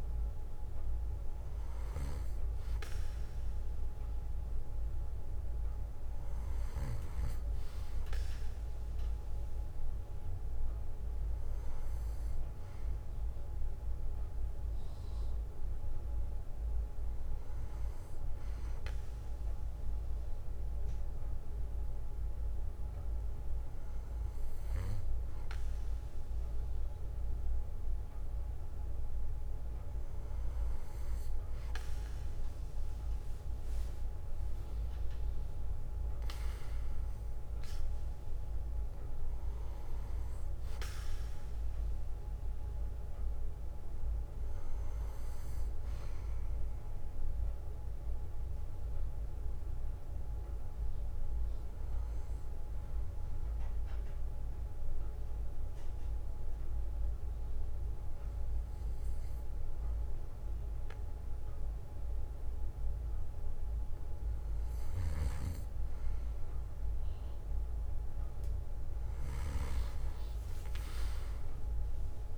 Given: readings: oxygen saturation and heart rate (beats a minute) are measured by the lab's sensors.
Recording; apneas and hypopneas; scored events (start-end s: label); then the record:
breathing in sleep, hard to hear, by a room microphone; 2
2.00-4.00 s: bradycardia (device-marked, heart rate 62 before, 61 extreme)
7.00-9.00 s: bradycardia (device-marked, heart rate 62 before, 62 extreme)
17.00-23.00 s: bradycardia (device-marked, heart rate 62 before, 59 extreme)
19.00-29.50 s: hypopnea (oxygen 98% before, 93% lowest, heart rate 63 before, 57 extreme, up 13 after)
28.00-30.00 s: bradycardia (device-marked, heart rate 62 before, 60 extreme)
33.00-38.00 s: arousal
47.50-63.00 s: hypopnea (oxygen 96% before, 93% lowest, heart rate 64 before, 58 extreme, up 6 after)
52.00-54.00 s: bradycardia (device-marked, heart rate 61 before, 60 extreme)
55.00-67.00 s: bradycardia (device-marked, heart rate 61 before, 58 extreme)
70.50-72.38 s: arousal
From the record:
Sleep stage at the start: N2 (light sleep); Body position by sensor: on the back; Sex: male